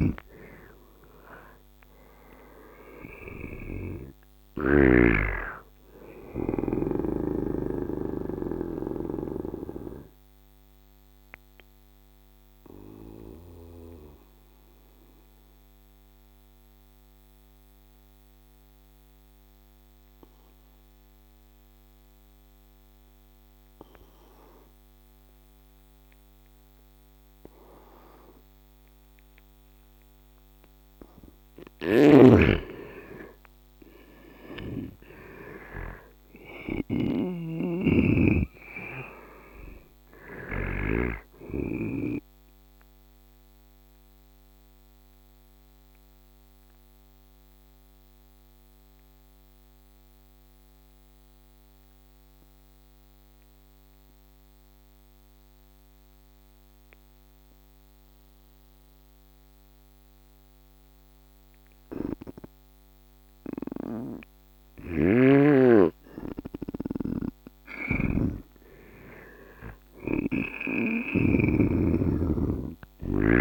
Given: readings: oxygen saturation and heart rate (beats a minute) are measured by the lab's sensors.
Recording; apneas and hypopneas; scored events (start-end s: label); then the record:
breathing in sleep by a microphone on the trachea; 2
0.00-4.50 s: snoring (device-marked)
0.00-24.50 s: oxygen desaturation (device-marked, oxygen 83% lowest, heart rate 63 extreme)
7.50-31.00 s: obstructive apnea (oxygen 100% before, 82% lowest, heart rate 75 before, 63 extreme, up 13 after)
32.50-56.50 s: oxygen desaturation (device-marked, oxygen 100% before, 82% lowest, heart rate 67 before, 67 extreme)
33.50-37.00 s: arousal
36.50-41.00 s: snoring (device-marked)
42.00-65.50 s: obstructive apnea (oxygen 100% before, 82% lowest, heart rate 73 before, 67 extreme, up 9 after)
64.50-71.00 s: snoring (device-marked)
64.50-73.41 s: oxygen desaturation (device-marked, oxygen 100% before, 90% lowest, heart rate 70 before, 70 extreme)
69.00-73.00 s: arousal
From the record:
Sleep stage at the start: N2 (light sleep); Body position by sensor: on the right side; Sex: male